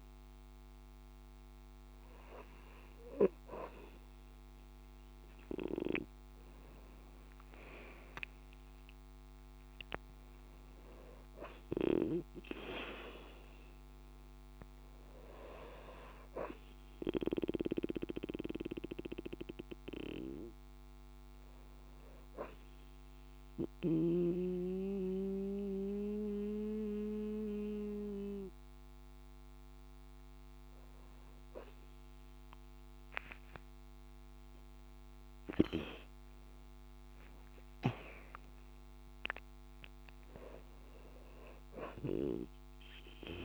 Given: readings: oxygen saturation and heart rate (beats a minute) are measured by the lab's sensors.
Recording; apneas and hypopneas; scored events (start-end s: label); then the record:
breathing in sleep by a microphone on the trachea; 1
13.00-17.00 s: arousal
19.00-34.50 s: hypopnea (oxygen 94% before, 92% lowest)
From the record:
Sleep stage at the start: N2 (light sleep); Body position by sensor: on the front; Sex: female